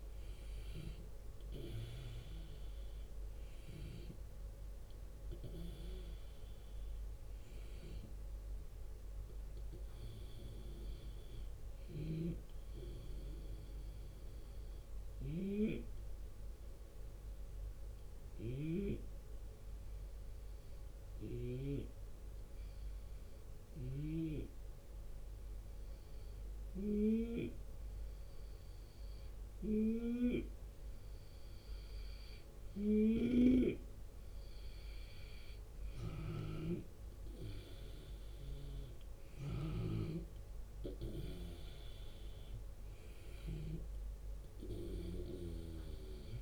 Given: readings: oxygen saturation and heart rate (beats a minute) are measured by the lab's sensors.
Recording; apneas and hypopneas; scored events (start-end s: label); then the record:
breathing in sleep by a room microphone; 1
0.00-17.50 s: drop in pulse transit time (device-marked, heart rate 78 extreme)
3.50-26.50 s: oxygen desaturation (device-marked, oxygen 96% before, 91% lowest, heart rate 79 before, 75 extreme)
11.00-39.50 s: snoring (device-marked)
13.00-32.50 s: hypopnea (oxygen 98% before, 91% lowest, heart rate 81 before, 75 extreme, up 5 after)
35.50-40.50 s: arousal
38.50-46.42 s: drop in pulse transit time (device-marked, heart rate 77 before, 77 extreme)
42.50-46.42 s: oxygen desaturation (device-marked, oxygen 96% before, 93% lowest, heart rate 77 before, 75 extreme)
From the record:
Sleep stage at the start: N2 (light sleep); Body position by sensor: on the left side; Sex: male